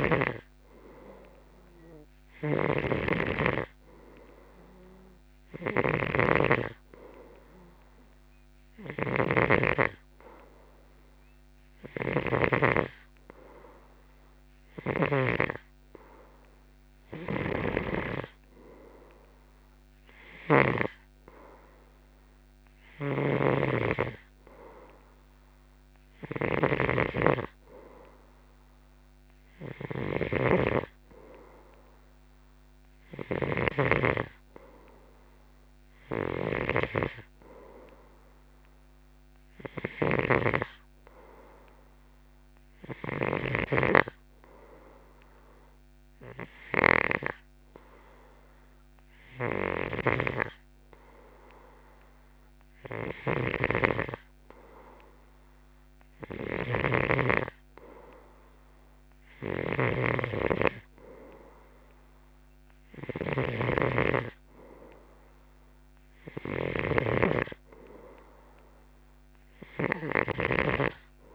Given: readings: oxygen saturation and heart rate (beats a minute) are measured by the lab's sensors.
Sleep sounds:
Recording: breathing in sleep by a microphone on the trachea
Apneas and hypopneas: none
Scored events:
0.00-15.50 s: snoring (device-marked)
17.50-21.00 s: snoring (device-marked)
23.00-47.50 s: snoring (device-marked)
49.50-71.35 s: snoring (device-marked)
From the record:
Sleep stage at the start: N2 (light sleep)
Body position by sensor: on the left side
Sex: male

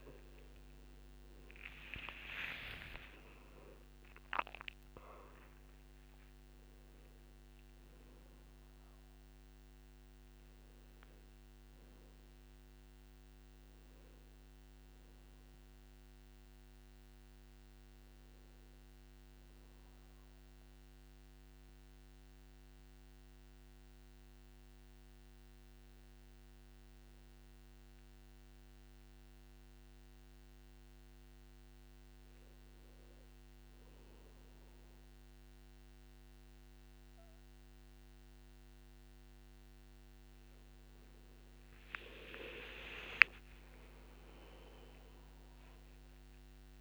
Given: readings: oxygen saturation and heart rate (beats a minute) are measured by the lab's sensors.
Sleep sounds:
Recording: breathing in sleep by a microphone on the trachea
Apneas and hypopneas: 1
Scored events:
2.50-8.00 s: arousal
5.00-17.00 s: oxygen desaturation (device-marked, oxygen 98% before, 94% lowest, heart rate 62 before, 55 extreme)
23.00-39.50 s: hypopnea (oxygen 98% before, 94% lowest, heart rate 64 before, 55 extreme, up 27 after)
42.00-46.81 s: oxygen desaturation (device-marked, oxygen 99% before, 94% lowest, heart rate 57 before, 53 extreme)
42.50-46.50 s: arousal
43.50-45.50 s: long interval between heartbeats (device-marked, heart rate 57 before, 73 extreme)
From the record:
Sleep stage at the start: N2 (light sleep)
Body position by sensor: on the back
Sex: male

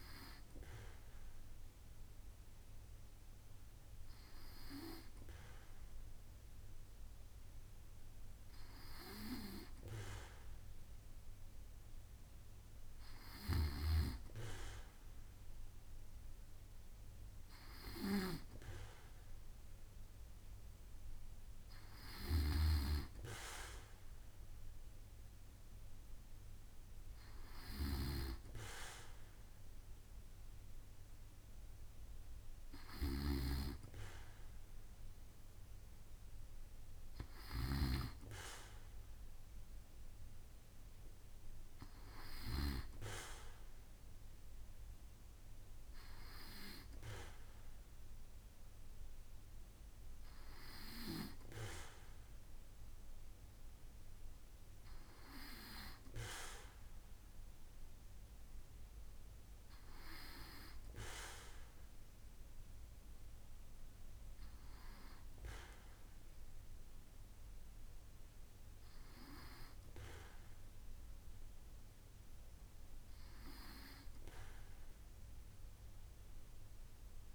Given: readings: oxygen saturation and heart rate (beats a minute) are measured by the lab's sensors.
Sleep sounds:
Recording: breathing in sleep by a room microphone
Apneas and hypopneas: none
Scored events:
22.00-33.00 s: snoring (device-marked)
From the record:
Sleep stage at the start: N2 (light sleep)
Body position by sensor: on the back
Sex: male

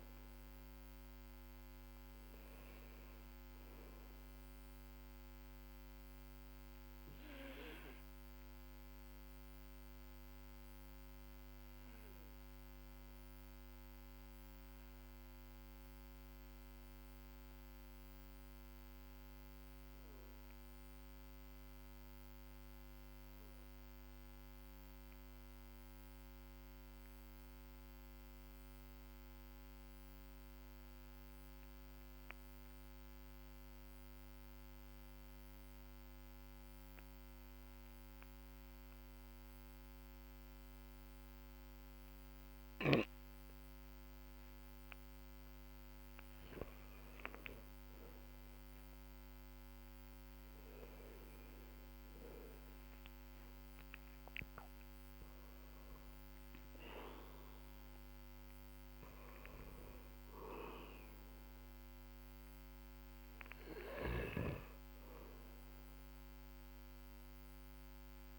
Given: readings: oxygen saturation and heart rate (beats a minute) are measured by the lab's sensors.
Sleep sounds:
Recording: breathing in sleep by a microphone on the trachea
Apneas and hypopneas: 1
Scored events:
0.00-26.00 s: oxygen desaturation (device-marked, oxygen 92% lowest, heart rate 43 extreme)
4.00-44.00 s: obstructive apnea (oxygen 98% before, 91% lowest, heart rate 49 before, 41 extreme, up 12 after)
40.00-65.00 s: oxygen desaturation (device-marked, oxygen 99% before, 94% lowest, heart rate 50 before, 41 extreme)
45.50-52.00 s: arousal
67.00-68.39 s: oxygen desaturation (device-marked, oxygen 98% before, 91% lowest, heart rate 52 before, 43 extreme)
From the record:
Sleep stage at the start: N2 (light sleep)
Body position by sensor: on the back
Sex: male

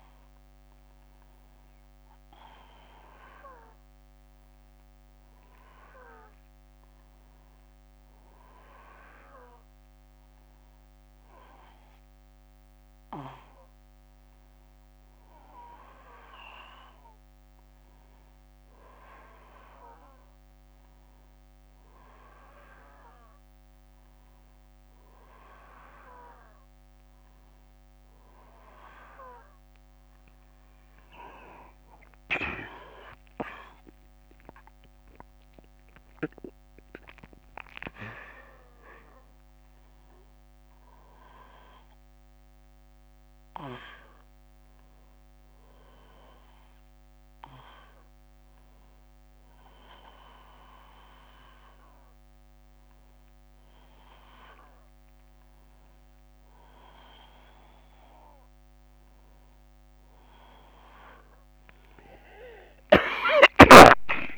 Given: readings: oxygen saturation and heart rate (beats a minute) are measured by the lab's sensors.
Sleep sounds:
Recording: a person awake in a sleep study, by a microphone on the trachea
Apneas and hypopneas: none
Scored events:
none scored
From the record:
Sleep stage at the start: awake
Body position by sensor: on the back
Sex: male

